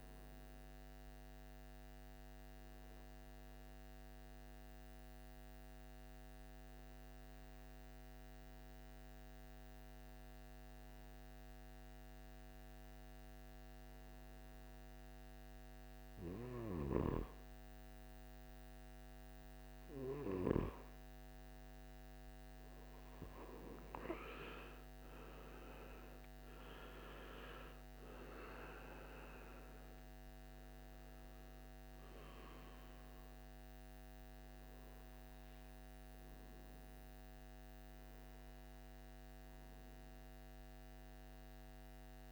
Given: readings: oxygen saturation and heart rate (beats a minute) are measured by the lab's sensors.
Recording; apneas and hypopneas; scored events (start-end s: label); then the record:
breathing in sleep by a microphone on the trachea; 1
2.50-16.50 s: hypopnea (oxygen 95% before, 93% lowest, heart rate 63 before, 57 extreme, up 7 after)
21.00-25.50 s: arousal
25.00-42.32 s: oxygen desaturation (device-marked, oxygen 97% before, 93% lowest, heart rate 60 before, 55 extreme)
From the record:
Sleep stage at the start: N2 (light sleep); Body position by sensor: on the right side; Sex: male